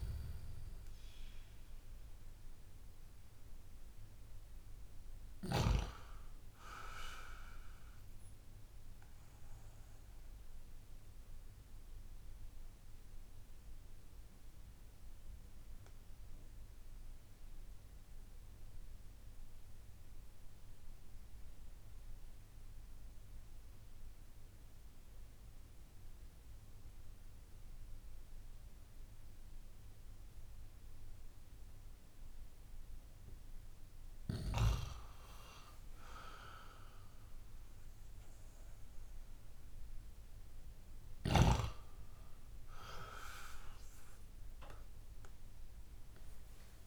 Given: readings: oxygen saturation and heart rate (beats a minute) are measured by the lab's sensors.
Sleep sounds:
breathing in sleep by a room microphone; 1
8.00-32.50 s: obstructive apnea (oxygen 95% before, 91% lowest)
35.00-39.00 s: arousal
39.00-46.87 s: oxygen desaturation (device-marked, oxygen 97% before, 93% lowest)
From the record:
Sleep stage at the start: N2 (light sleep); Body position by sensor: on the back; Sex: male

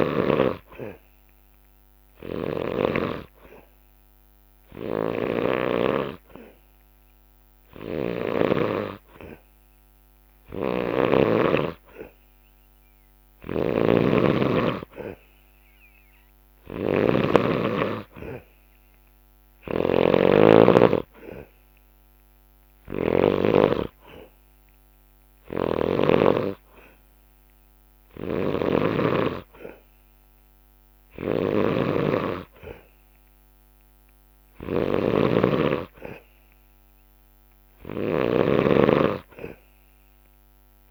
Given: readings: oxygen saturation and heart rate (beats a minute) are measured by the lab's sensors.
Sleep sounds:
breathing in sleep by a microphone on the trachea; none
0.00-11.00 s: snoring (device-marked)
13.00-23.00 s: snoring (device-marked)
25.00-40.91 s: snoring (device-marked)
From the record:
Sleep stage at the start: N2 (light sleep); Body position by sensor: on the back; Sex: male

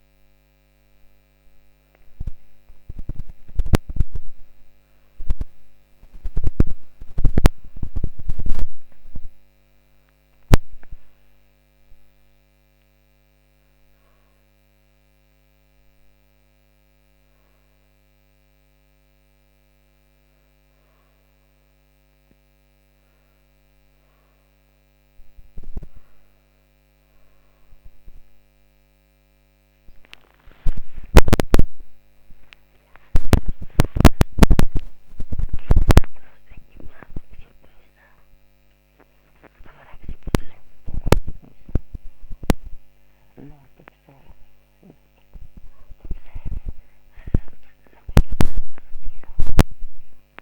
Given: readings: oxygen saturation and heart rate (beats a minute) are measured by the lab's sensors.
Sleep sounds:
a person awake in a sleep study, by a microphone on the trachea; none
none scored
From the record:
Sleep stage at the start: awake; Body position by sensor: on the back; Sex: female

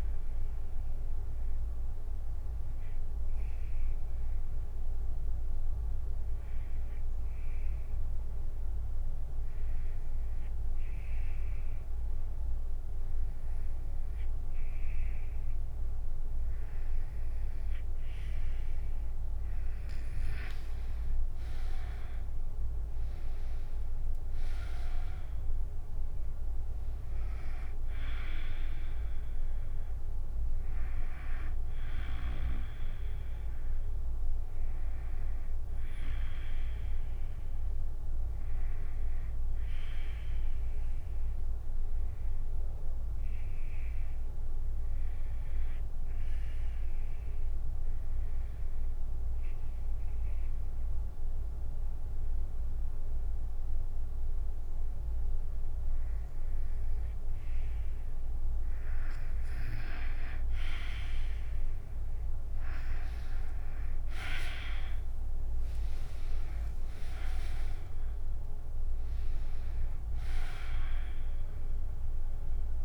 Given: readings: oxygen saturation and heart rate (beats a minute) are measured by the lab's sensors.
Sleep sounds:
breathing in sleep by a room microphone; 2
0.00-3.00 s: oxygen desaturation (device-marked, oxygen 88% lowest, heart rate 57 extreme)
0.00-4.00 s: drop in pulse transit time (device-marked, heart rate 66 extreme)
0.50-17.50 s: obstructive apnea (oxygen 94% before, 86% lowest, heart rate 64 before, 61 extreme, up 27 after)
19.00-40.00 s: oxygen desaturation (device-marked, oxygen 96% before, 88% lowest, heart rate 64 before, 54 extreme)
20.00-33.00 s: drop in pulse transit time (device-marked, heart rate 64 before, 65 extreme)
21.00-24.50 s: arousal
40.50-57.50 s: obstructive apnea (oxygen 96% before, 85% lowest, heart rate 73 before, 54 extreme, up 16 after)
56.00-72.85 s: oxygen desaturation (device-marked, oxygen 96% before, 86% lowest, heart rate 65 before, 52 extreme)
62.00-67.50 s: arousal
64.00-72.85 s: drop in pulse transit time (device-marked, heart rate 62 before, 64 extreme)
From the record:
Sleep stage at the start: REM sleep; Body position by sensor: on the back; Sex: female

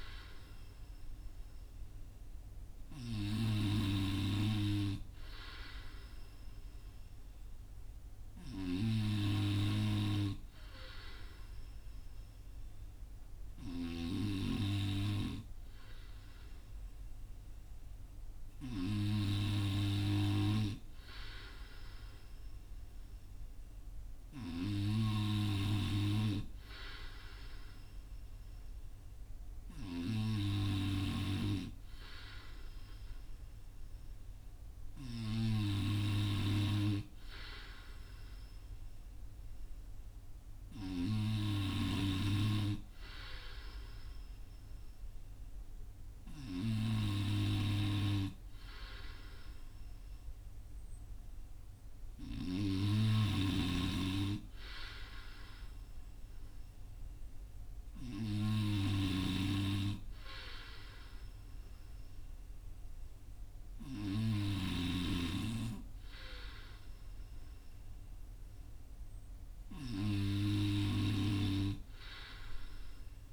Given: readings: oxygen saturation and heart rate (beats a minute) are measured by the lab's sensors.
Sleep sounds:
breathing in sleep by a room microphone; none
none scored
From the record:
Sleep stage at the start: N3 (deep sleep); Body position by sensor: on the front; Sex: male

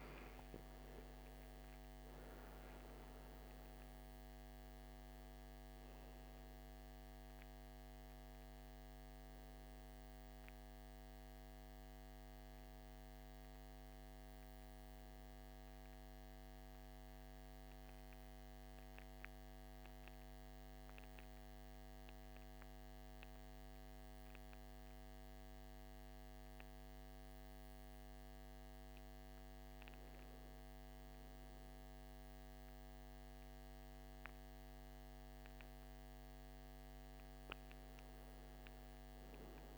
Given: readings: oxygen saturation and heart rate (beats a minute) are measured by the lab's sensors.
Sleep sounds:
breathing in sleep, hard to hear, by a microphone on the trachea; 1
0.00-1.00 s: arousal
0.00-21.00 s: oxygen desaturation (device-marked, oxygen 83% lowest, heart rate 54 extreme)
17.00-29.00 s: central apnea (oxygen 96% before, 86% lowest, heart rate 67 before, 54 extreme, up 1 after)
30.50-35.50 s: arousal
From the record:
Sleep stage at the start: N2 (light sleep); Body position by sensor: on the back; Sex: male

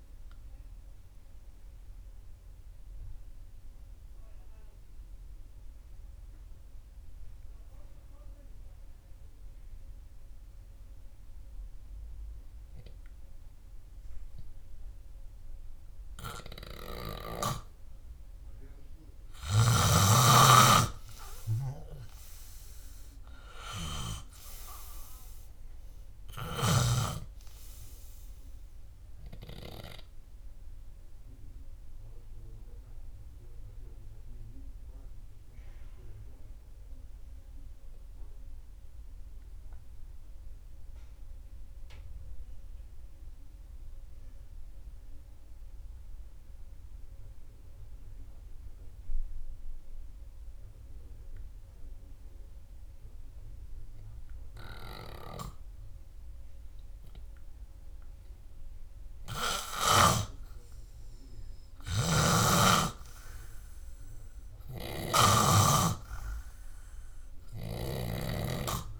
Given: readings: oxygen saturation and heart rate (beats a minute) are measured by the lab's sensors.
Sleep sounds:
breathing in sleep by a room microphone; 2
0.00-12.00 s: oxygen desaturation (device-marked, oxygen 91% lowest, heart rate 55 extreme)
0.50-12.50 s: obstructive apnea (oxygen 95% before, 91% lowest, heart rate 65 before, 55 extreme, up 0 after)
14.50-17.50 s: arousal
33.50-56.00 s: obstructive apnea (oxygen 94% before, 91% lowest, heart rate 66 before, 59 extreme)
58.00-61.00 s: arousal
65.50-69.00 s: snoring (device-marked)
From the record:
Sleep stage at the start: N3 (deep sleep); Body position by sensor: on the back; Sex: male

